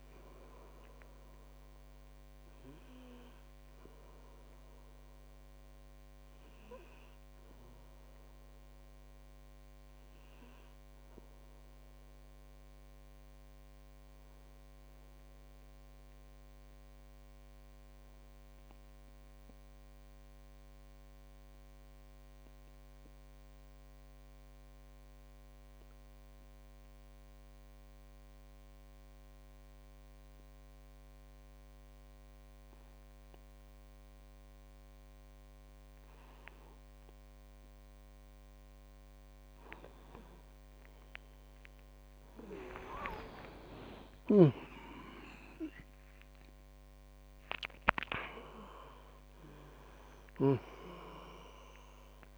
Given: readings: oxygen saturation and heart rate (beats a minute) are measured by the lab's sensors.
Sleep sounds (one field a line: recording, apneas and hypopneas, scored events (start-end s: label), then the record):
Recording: breathing in sleep by a microphone on the trachea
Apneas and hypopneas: 1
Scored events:
14.50-39.00 s: obstructive apnea (oxygen 96% before, 94% lowest, heart rate 53 before, 37 extreme, up 31 after)
43.00-52.38 s: new sleep stage, awake
44.00-50.50 s: snoring (device-marked)
44.00-52.38 s: oxygen desaturation (device-marked, oxygen 99% before, 94% lowest, heart rate 47 before, 51 extreme)
From the record:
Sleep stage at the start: N2 (light sleep)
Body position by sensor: on the back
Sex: male